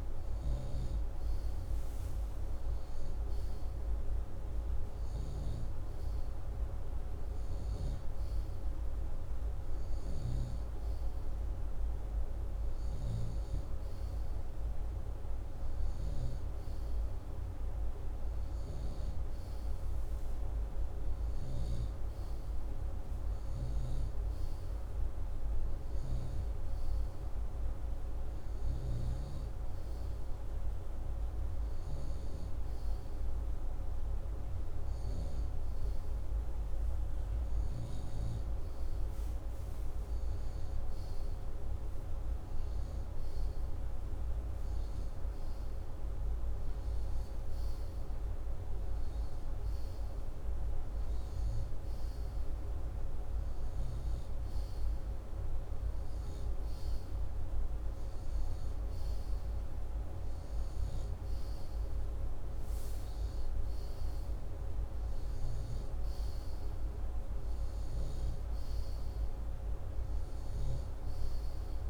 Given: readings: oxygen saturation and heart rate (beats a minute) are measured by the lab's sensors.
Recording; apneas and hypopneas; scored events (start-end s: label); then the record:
breathing in sleep, hard to hear, by a room microphone; none
none scored
From the record:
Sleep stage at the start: N2 (light sleep); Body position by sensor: upright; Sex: male